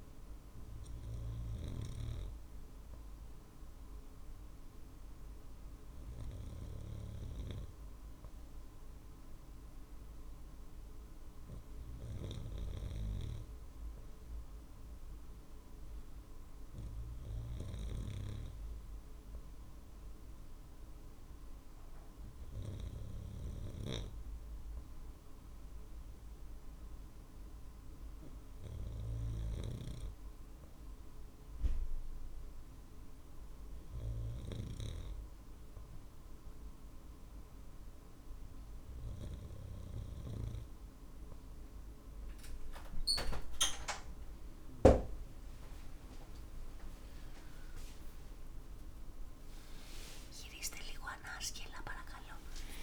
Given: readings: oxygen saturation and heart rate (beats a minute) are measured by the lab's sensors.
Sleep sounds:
breathing in sleep by a room microphone; none
45.50-52.83 s: new sleep stage, awake
From the record:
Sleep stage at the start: N2 (light sleep); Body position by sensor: on the right side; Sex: male

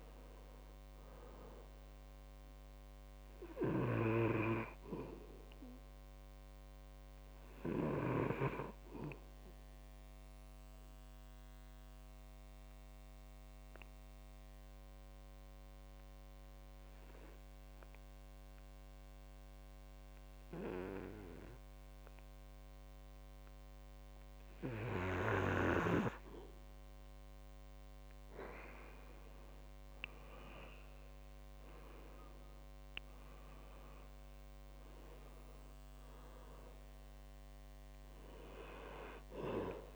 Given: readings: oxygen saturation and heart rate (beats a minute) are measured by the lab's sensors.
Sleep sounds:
breathing in sleep by a microphone on the trachea; 1
0.00-21.00 s: oxygen desaturation (device-marked, oxygen 98% before, 91% lowest, heart rate 66 before, 59 extreme)
10.00-25.50 s: obstructive apnea (oxygen 98% before, 89% lowest, heart rate 67 before, 59 extreme, up 3 after)
29.00-33.00 s: arousal
36.00-39.96 s: oxygen desaturation (device-marked, oxygen 98% before, 91% lowest, heart rate 64 before, 59 extreme)
From the record:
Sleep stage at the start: N2 (light sleep); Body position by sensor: on the back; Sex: male

